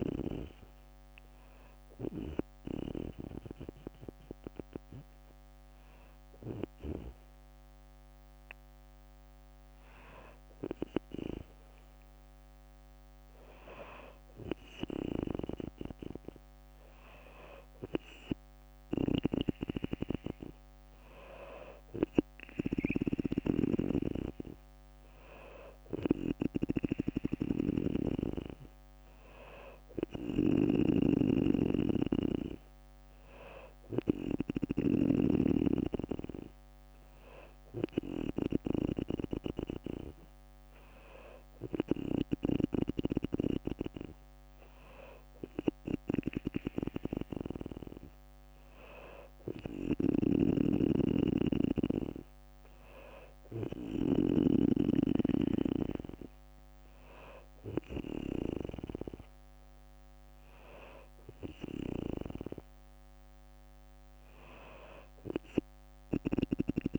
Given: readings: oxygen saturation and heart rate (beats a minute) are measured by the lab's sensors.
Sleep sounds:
breathing in sleep by a microphone on the trachea; none
0.00-5.00 s: drop in pulse transit time (device-marked, heart rate 59 extreme)
0.00-6.00 s: bradycardia (device-marked, heart rate 63 before, 59 extreme)
21.00-30.00 s: oxygen desaturation (device-marked, oxygen 98% before, 94% lowest, heart rate 60 before, 61 extreme)
27.00-38.00 s: snoring (device-marked)
49.50-54.00 s: snoring (device-marked)
65.50-66.99 s: snoring (device-marked)
From the record:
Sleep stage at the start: N2 (light sleep); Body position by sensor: on the back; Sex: female

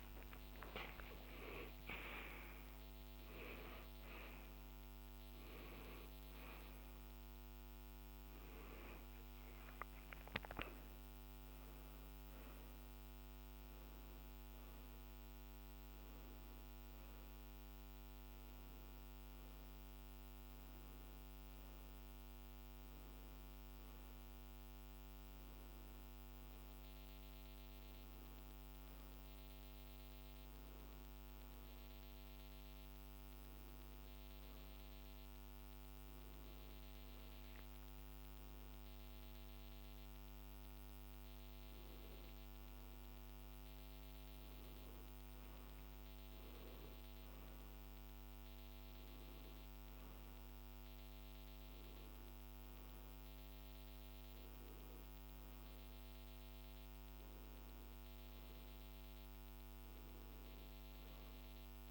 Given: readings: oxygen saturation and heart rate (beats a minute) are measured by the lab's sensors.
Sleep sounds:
a person awake in a sleep study, by a microphone on the trachea; none
none scored
From the record:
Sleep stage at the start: awake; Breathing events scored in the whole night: 54 in 5.5 hours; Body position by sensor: on the back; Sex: male

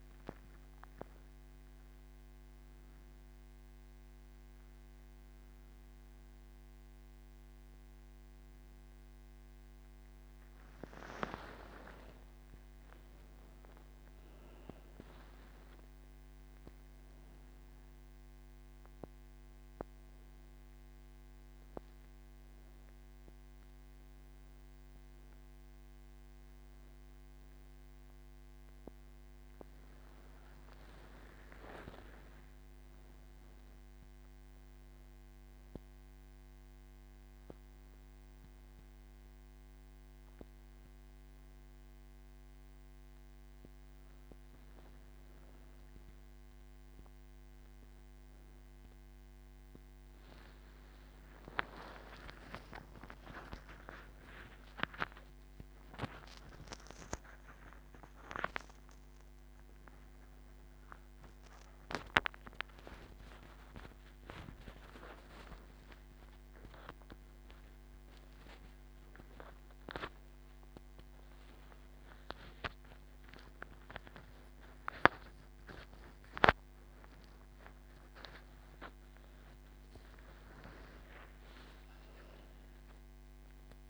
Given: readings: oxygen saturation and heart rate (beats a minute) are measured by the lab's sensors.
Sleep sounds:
breathing in sleep by a microphone on the trachea; none
none scored
From the record:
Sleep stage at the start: N2 (light sleep); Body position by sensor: on the back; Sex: female

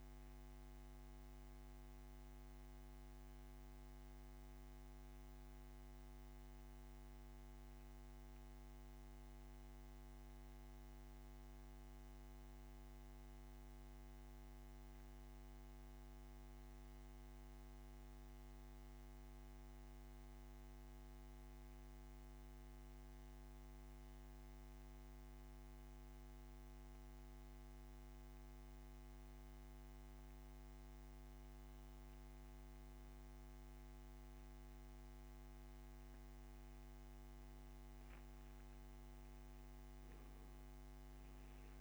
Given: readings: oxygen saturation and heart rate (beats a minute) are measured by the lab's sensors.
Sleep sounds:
breathing in sleep, hard to hear, by a microphone on the trachea; 1
0.00-29.00 s: oxygen desaturation (device-marked, oxygen 90% lowest)
12.00-31.00 s: mixed apnea (oxygen 95% before, 89% lowest, heart rate 36 before, 36 extreme, up 42 after)
33.00-37.00 s: arousal
38.00-41.81 s: oxygen desaturation (device-marked, oxygen 96% before, 93% lowest, heart rate 56 before, 30 extreme)
From the record:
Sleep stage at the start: N2 (light sleep); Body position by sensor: on the back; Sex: male

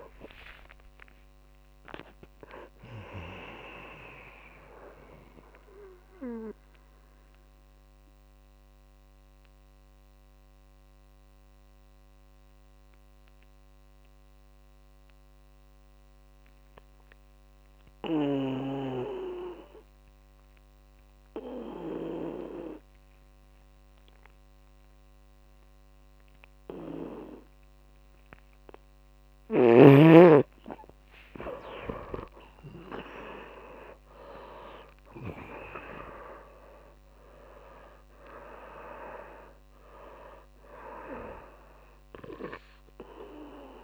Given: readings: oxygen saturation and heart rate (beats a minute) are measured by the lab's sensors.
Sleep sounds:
breathing in sleep by a microphone on the trachea; 1
0.00-3.50 s: oxygen desaturation (device-marked, oxygen 71% lowest, heart rate 111 extreme)
0.00-43.84 s: tachycardia (device-marked)
6.00-29.50 s: mixed apnea (oxygen 83% before, 67% lowest, heart rate 134 before, 109 extreme, up 27 after)
32.00-36.00 s: arousal
34.50-43.84 s: oxygen desaturation (device-marked, oxygen 100% before, 77% lowest, heart rate 146 before, 109 extreme)
From the record:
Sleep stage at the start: N2 (light sleep); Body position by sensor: on the back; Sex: male

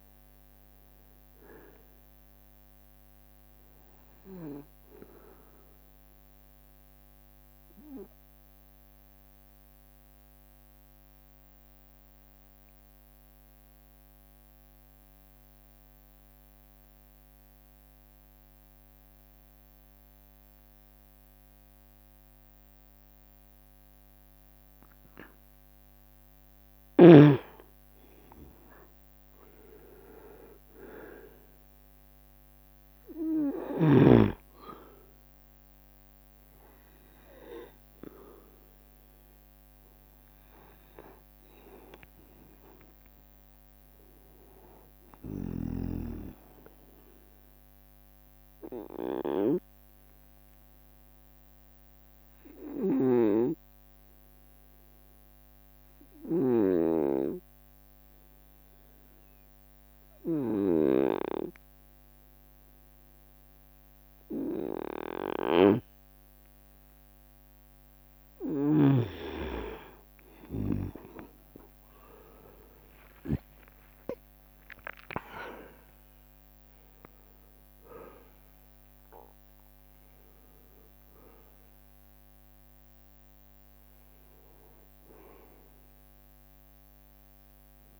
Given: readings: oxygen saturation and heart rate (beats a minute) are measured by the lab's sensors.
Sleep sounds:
breathing in sleep by a microphone on the trachea; 2
0.00-1.00 s: leg movement (device-marked)
0.00-1.50 s: arousal
8.00-26.50 s: obstructive apnea (oxygen 96% before, 90% lowest, heart rate 73 before, 67 extreme, up 3 after)
18.00-20.00 s: leg movement (device-marked)
22.00-24.00 s: leg movement (device-marked)
25.00-35.00 s: leg movement (device-marked)
28.00-53.00 s: oxygen desaturation (device-marked, oxygen 96% before, 90% lowest, heart rate 70 before, 67 extreme)
28.50-33.50 s: arousal
48.50-68.00 s: obstructive apnea (oxygen 96% before, 90% lowest, heart rate 70 before, 68 extreme, up 25 after)
53.50-57.50 s: snoring (device-marked)
66.00-69.50 s: snoring (device-marked)
67.00-68.00 s: leg movement (device-marked)
68.00-70.50 s: leg movement (device-marked)
71.00-88.00 s: oxygen desaturation (device-marked, oxygen 97% before, 90% lowest, heart rate 70 before, 64 extreme)
71.50-80.00 s: leg movement (device-marked)
72.00-76.50 s: arousal
73.00-86.00 s: drop in pulse transit time (device-marked, heart rate 70 before, 71 extreme)
74.00-76.00 s: long interval between heartbeats (device-marked, heart rate 71 before, 91 extreme)
86.50-88.00 s: long interval between heartbeats (device-marked, heart rate 79 before, 75 extreme)
From the record:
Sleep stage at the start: N2 (light sleep); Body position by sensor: on the right side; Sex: male

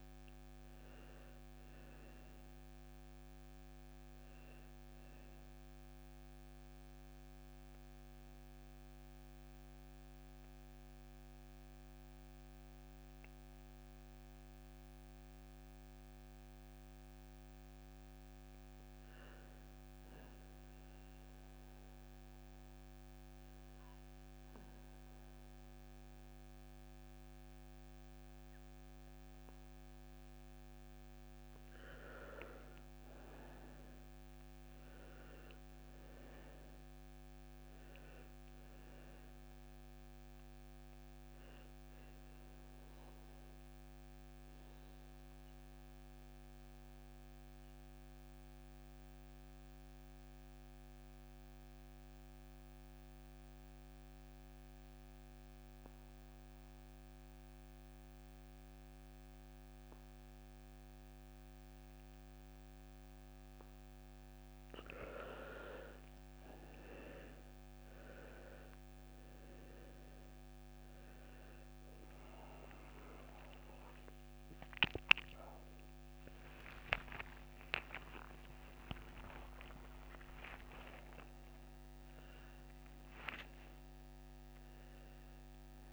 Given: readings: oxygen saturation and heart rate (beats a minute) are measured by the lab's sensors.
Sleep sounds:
breathing in sleep by a microphone on the trachea; 2
0.00-1.00 s: arousal
20.50-31.50 s: obstructive apnea (oxygen 99% before, 87% lowest)
31.50-53.50 s: oxygen desaturation (device-marked, oxygen 99% before, 92% lowest)
34.00-38.00 s: arousal
42.00-63.50 s: obstructive apnea (oxygen 99% before, 87% lowest)
64.50-82.50 s: oxygen desaturation (device-marked, oxygen 98% before, 87% lowest)
67.50-85.93 s: new sleep stage, awake
84.50-85.93 s: oxygen desaturation (device-marked, oxygen 91% before, 87% lowest)
From the record:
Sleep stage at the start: N2 (light sleep); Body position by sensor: on the back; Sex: male

